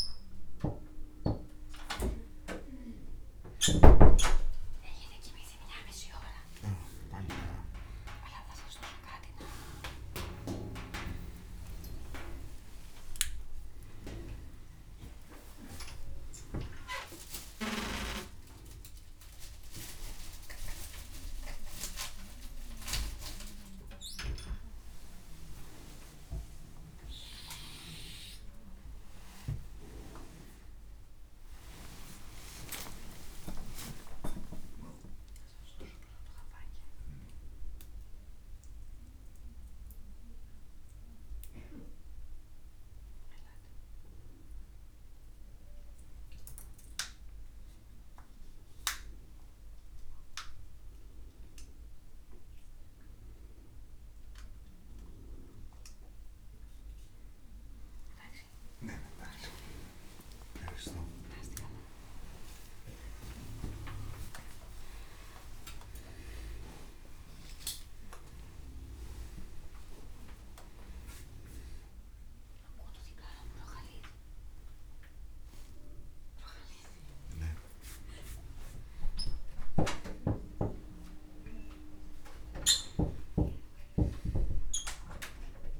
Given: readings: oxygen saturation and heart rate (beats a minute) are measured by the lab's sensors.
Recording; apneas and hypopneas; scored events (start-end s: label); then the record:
a person awake in a sleep study, by a room microphone; none
6.50-11.50 s: tachycardia (device-marked, heart rate 48 before, 123 extreme)
41.50-47.50 s: tachycardia (device-marked, heart rate 50 before, 110 extreme)
49.50-52.50 s: tachycardia (device-marked, heart rate 51 before, 114 extreme)
From the record:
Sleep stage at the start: awake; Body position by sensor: on the back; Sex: male